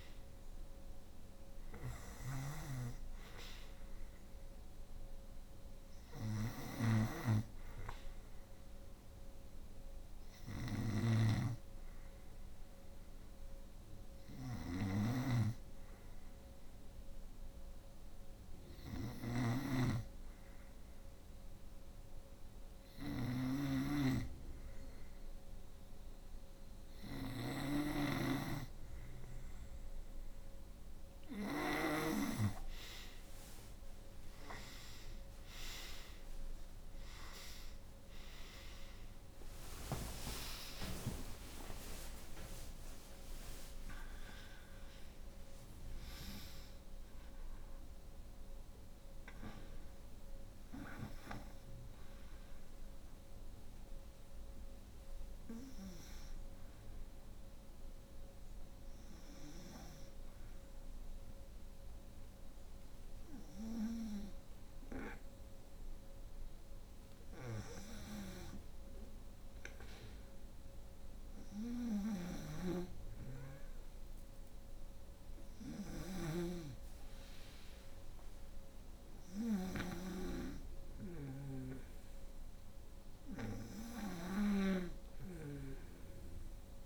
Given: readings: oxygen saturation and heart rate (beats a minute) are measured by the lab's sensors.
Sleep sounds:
breathing in sleep by a room microphone; 2
0.00-15.50 s: oxygen desaturation (device-marked, oxygen 89% lowest, heart rate 61 extreme)
0.00-31.00 s: snoring (device-marked)
2.50-6.50 s: arousal
10.00-28.50 s: hypopnea (oxygen 94% before, 88% lowest, heart rate 67 before, 64 extreme, up 14 after)
35.50-55.50 s: oxygen desaturation (device-marked, oxygen 93% before, 88% lowest, heart rate 66 before, 61 extreme)
37.00-43.00 s: arousal
58.00-69.50 s: hypopnea (oxygen 93% before, 90% lowest, heart rate 84 before, 61 extreme, up 6 after)
67.00-86.86 s: snoring (device-marked)
71.00-75.00 s: arousal
From the record:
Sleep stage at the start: N2 (light sleep); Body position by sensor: on the right side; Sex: female

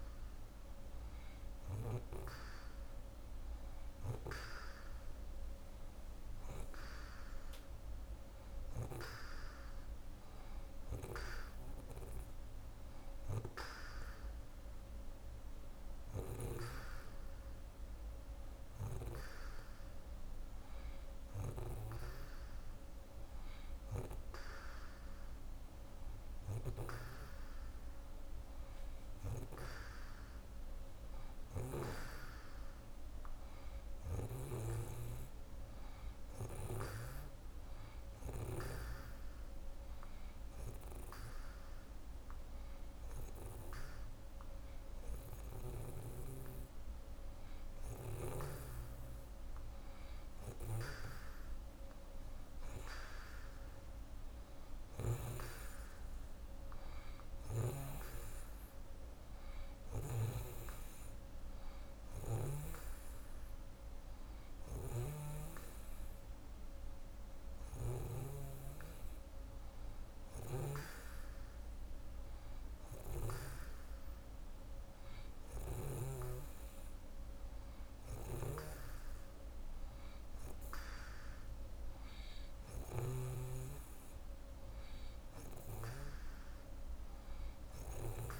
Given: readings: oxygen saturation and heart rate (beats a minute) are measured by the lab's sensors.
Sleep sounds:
breathing in sleep by a room microphone; 1
38.50-49.00 s: hypopnea (oxygen 90% before, 88% lowest)
50.50-54.00 s: arousal
64.50-76.00 s: snoring (device-marked)
From the record:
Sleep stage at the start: N2 (light sleep); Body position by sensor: on the right side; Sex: female

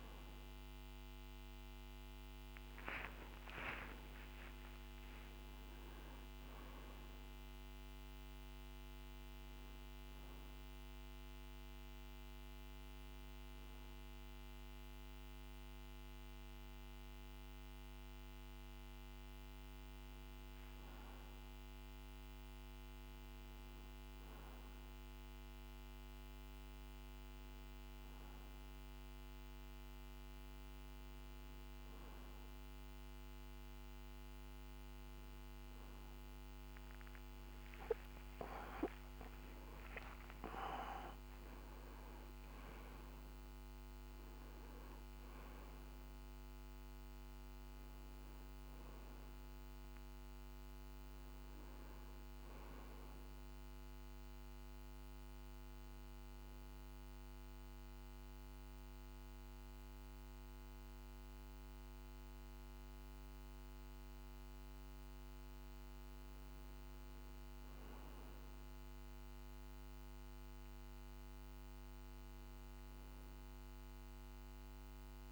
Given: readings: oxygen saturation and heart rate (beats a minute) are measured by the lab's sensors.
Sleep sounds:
breathing in sleep, hard to hear, by a microphone on the trachea; 1
2.00-6.00 s: arousal
37.50-42.00 s: arousal
54.00-65.50 s: central apnea (oxygen 96% before, 95% lowest, heart rate 58 before, 49 extreme, up 2 after)
71.50-75.32 s: arousal
From the record:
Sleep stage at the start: N1 (lightest sleep); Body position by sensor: on the right side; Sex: male

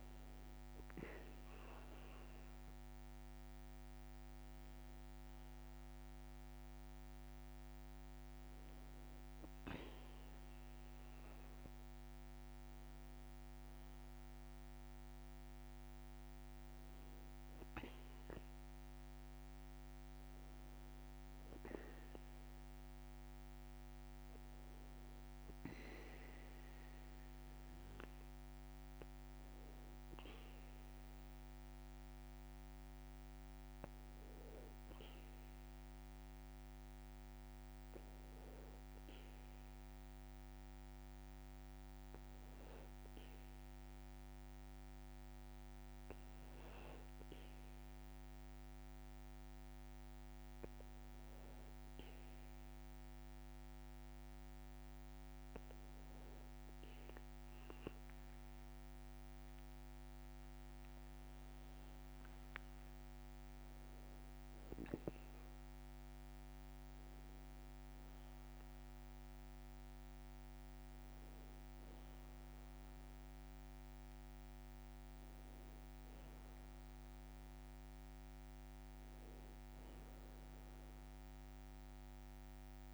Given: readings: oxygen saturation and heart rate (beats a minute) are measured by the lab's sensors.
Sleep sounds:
breathing in sleep, hard to hear, by a microphone on the trachea; 1
43.50-58.50 s: hypopnea (oxygen 97% before, 96% lowest, heart rate 56 before, 54 extreme, up 5 after)
60.00-64.00 s: arousal
From the record:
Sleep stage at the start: N2 (light sleep); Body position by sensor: on the back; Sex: male

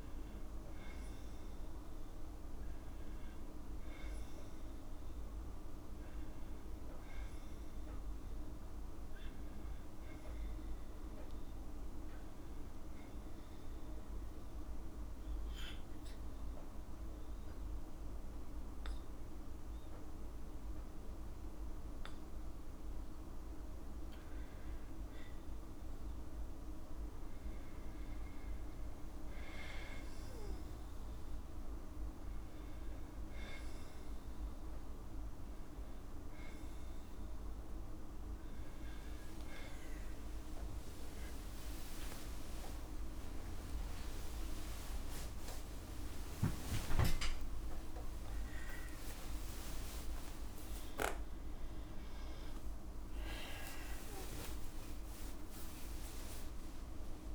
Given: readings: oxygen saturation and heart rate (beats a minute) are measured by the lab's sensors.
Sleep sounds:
a person awake in a sleep study, hard to hear, by a room microphone; none
15.50-57.35 s: new sleep stage, awake
36.00-38.00 s: long interval between heartbeats (device-marked, heart rate 58 before, 70 extreme)
37.50-57.35 s: tachycardia (device-marked, heart rate 70 before, 174 extreme)
38.00-40.00 s: long interval between heartbeats (device-marked, heart rate 59 before, 78 extreme)
42.50-44.50 s: long interval between heartbeats (device-marked, heart rate 69 before, 139 extreme)
45.00-47.00 s: long interval between heartbeats (device-marked, heart rate 78 before, 160 extreme)
50.00-52.00 s: long interval between heartbeats (device-marked, heart rate 104 before, 148 extreme)
53.50-55.50 s: long interval between heartbeats (device-marked, heart rate 121 before, 148 extreme)
From the record:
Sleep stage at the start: N2 (light sleep); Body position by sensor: on the back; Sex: female

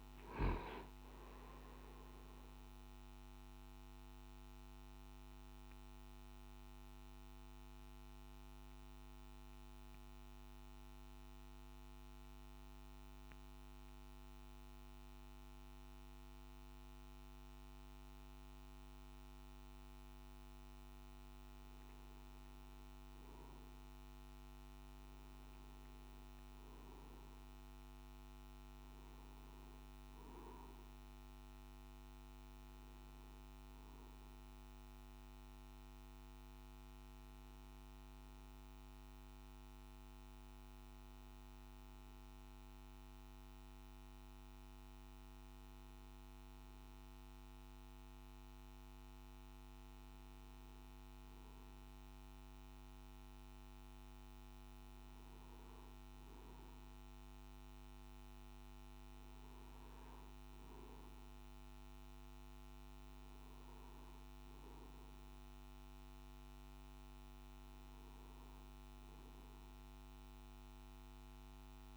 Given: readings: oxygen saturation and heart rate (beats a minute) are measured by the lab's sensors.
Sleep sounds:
breathing in sleep, hard to hear, by a microphone on the trachea; 1
0.00-22.00 s: oxygen desaturation (device-marked, oxygen 89% lowest, heart rate 53 extreme)
4.00-20.50 s: mixed apnea (oxygen 97% before, 89% lowest, heart rate 66 before, 53 extreme, up 8 after)
62.00-71.97 s: new sleep stage, N3 (deep sleep)
From the record:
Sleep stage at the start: N2 (light sleep); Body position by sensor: on the back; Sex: male

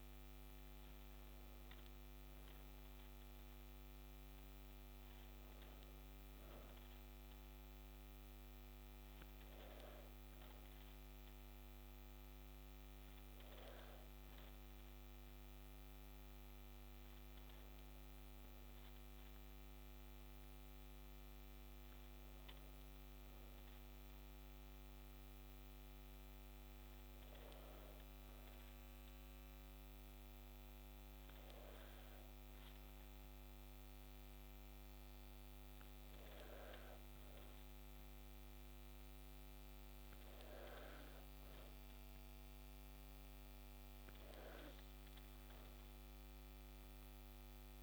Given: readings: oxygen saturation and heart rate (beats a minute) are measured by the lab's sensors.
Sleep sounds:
breathing in sleep, hard to hear, by a microphone on the trachea; none
none scored
From the record:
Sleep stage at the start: N2 (light sleep); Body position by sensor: on the back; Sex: female

